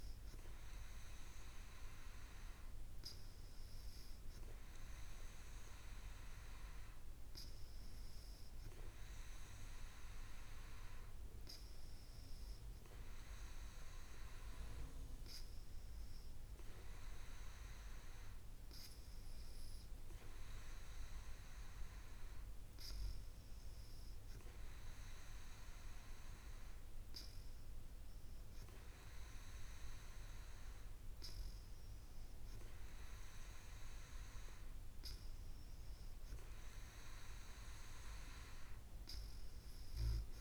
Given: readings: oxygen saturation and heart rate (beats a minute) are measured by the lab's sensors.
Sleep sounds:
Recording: breathing in sleep, hard to hear, by a room microphone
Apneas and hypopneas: none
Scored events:
none scored
From the record:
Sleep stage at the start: N2 (light sleep)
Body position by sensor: on the back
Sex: female

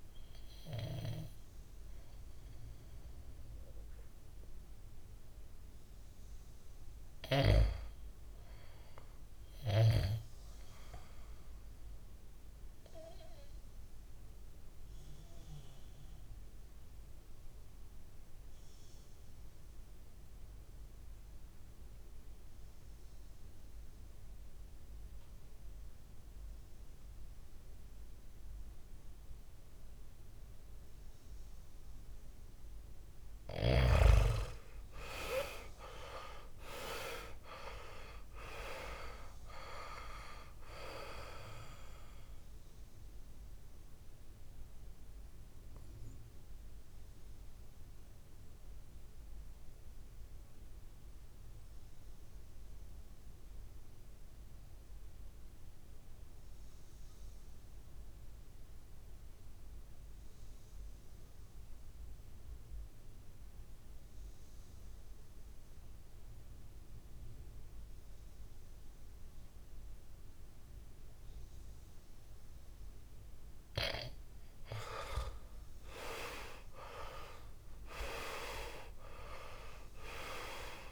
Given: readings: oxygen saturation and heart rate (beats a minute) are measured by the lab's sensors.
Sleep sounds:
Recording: breathing in sleep by a room microphone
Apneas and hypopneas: 2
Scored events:
0.00-12.00 s: oxygen desaturation (device-marked, oxygen 91% lowest, heart rate 60 extreme)
11.50-31.50 s: obstructive apnea (oxygen 98% before, 89% lowest, heart rate 64 before, 56 extreme, up 12 after)
28.00-60.00 s: oxygen desaturation (device-marked, oxygen 98% before, 89% lowest, heart rate 62 before, 56 extreme)
34.00-37.50 s: arousal
42.50-72.50 s: obstructive apnea (oxygen 99% before, 89% lowest, heart rate 65 before, 56 extreme, up 8 after)
74.00-80.92 s: oxygen desaturation (device-marked, oxygen 98% before, 90% lowest, heart rate 62 before, 58 extreme)
75.00-78.50 s: arousal
From the record:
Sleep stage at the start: N2 (light sleep)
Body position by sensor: on the back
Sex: male

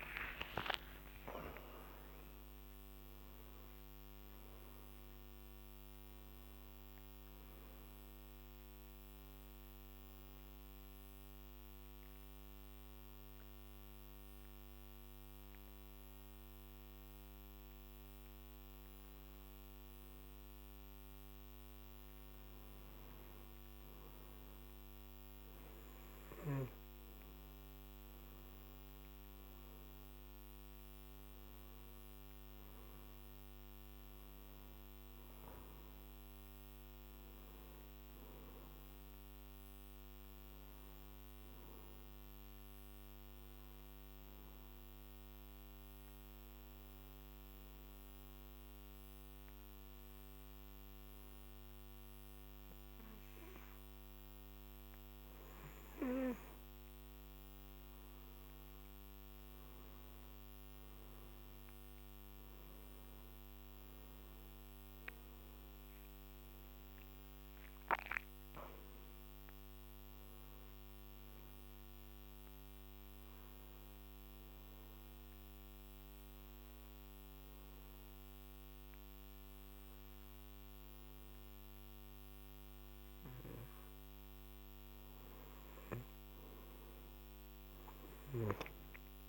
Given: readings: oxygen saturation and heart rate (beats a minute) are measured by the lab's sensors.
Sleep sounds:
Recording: breathing in sleep, hard to hear, by a microphone on the trachea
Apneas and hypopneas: 3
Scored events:
0.00-4.00 s: arousal
9.00-24.00 s: oxygen desaturation (device-marked, oxygen 96% before, 91% lowest, heart rate 69 before, 48 extreme)
11.00-22.00 s: obstructive apnea (oxygen 96% before, 91% lowest, heart rate 70 before, 48 extreme, up 10 after)
26.00-30.00 s: arousal
32.00-50.00 s: oxygen desaturation (device-marked, oxygen 98% before, 94% lowest, heart rate 57 before, 48 extreme)
43.00-56.50 s: obstructive apnea (oxygen 98% before, 92% lowest, heart rate 56 before, 48 extreme, up 13 after)
59.50-64.00 s: arousal
61.00-86.00 s: oxygen desaturation (device-marked, oxygen 97% before, 92% lowest, heart rate 54 before, 48 extreme)
73.50-85.00 s: obstructive apnea (oxygen 97% before, 92% lowest, heart rate 62 before, 50 extreme, up 12 after)
From the record:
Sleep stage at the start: N2 (light sleep)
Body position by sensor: on the back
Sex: male

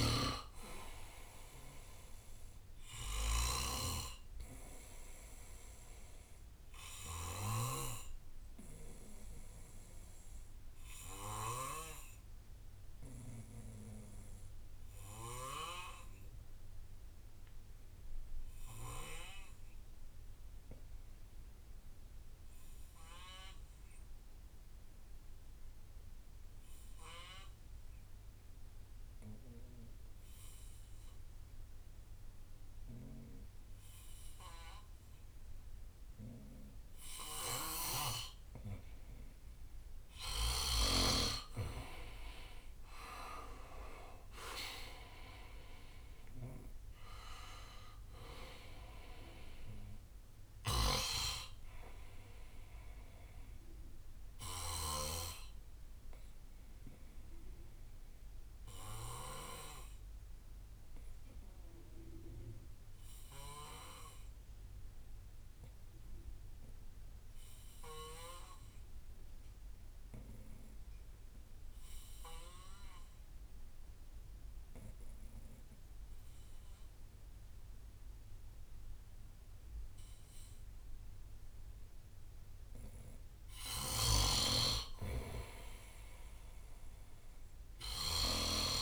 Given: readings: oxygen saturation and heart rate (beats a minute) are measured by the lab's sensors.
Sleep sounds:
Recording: breathing in sleep by a room microphone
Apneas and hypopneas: 2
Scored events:
0.00-4.00 s: drop in pulse transit time (device-marked, heart rate 64 extreme)
0.00-7.50 s: snoring (device-marked)
0.00-15.00 s: oxygen desaturation (device-marked, oxygen 90% lowest, heart rate 57 extreme)
4.00-13.00 s: bradycardia (device-marked, heart rate 63 before, 57 extreme)
6.00-38.50 s: obstructive apnea (oxygen 97% before, 86% lowest, heart rate 65 before, 56 extreme, up 18 after)
15.00-17.00 s: bradycardia (device-marked, heart rate 63 before, 59 extreme)
19.00-21.00 s: bradycardia (device-marked, heart rate 63 before, 59 extreme)
28.00-63.00 s: oxygen desaturation (device-marked, oxygen 98% before, 86% lowest, heart rate 59 before, 56 extreme)
42.00-46.00 s: arousal
42.00-55.00 s: drop in pulse transit time (device-marked, heart rate 61 before, 63 extreme)
50.00-55.00 s: snoring (device-marked)
52.00-65.00 s: bradycardia (device-marked, heart rate 63 before, 56 extreme)
55.00-83.00 s: obstructive apnea (oxygen 97% before, 87% lowest, heart rate 68 before, 55 extreme, up 1 after)
82.00-88.82 s: oxygen desaturation (device-marked, oxygen 99% before, 90% lowest, heart rate 61 before, 55 extreme)
83.50-88.82 s: snoring (device-marked)
From the record:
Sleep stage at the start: N2 (light sleep)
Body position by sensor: on the back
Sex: male

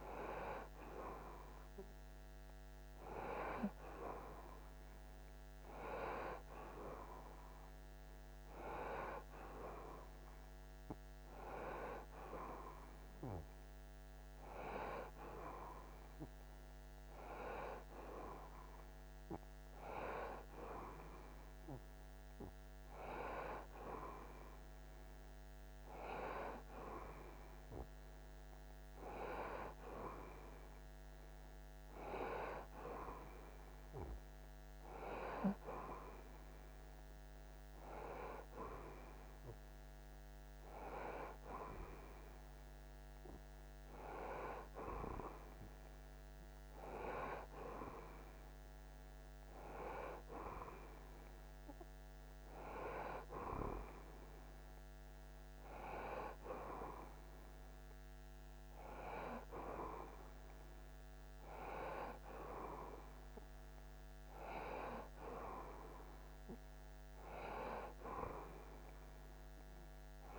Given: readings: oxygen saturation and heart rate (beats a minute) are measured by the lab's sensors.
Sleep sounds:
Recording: breathing in sleep by a microphone on the trachea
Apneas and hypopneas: none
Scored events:
none scored
From the record:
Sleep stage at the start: N1 (lightest sleep)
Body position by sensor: on the right side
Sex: male

